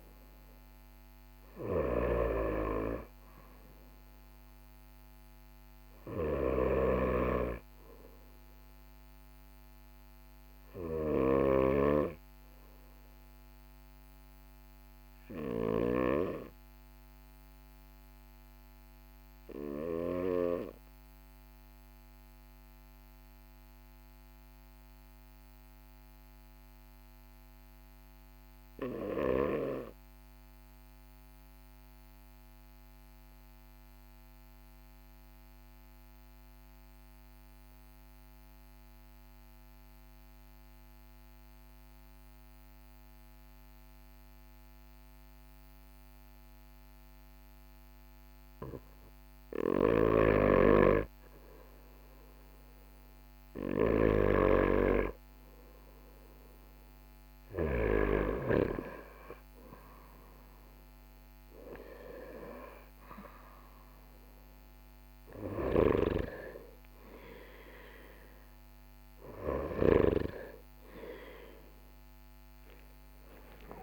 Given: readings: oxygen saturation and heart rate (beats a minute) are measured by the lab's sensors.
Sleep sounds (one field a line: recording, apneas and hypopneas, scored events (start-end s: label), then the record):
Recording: breathing in sleep by a microphone on the trachea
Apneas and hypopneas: 1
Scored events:
6.50-15.50 s: snoring (device-marked)
18.00-50.00 s: obstructive apnea (oxygen 98% before, 94% lowest, heart rate 44 before, 41 extreme, up 2 after)
52.50-55.50 s: arousal
From the record:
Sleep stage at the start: N2 (light sleep)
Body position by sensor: on the right side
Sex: male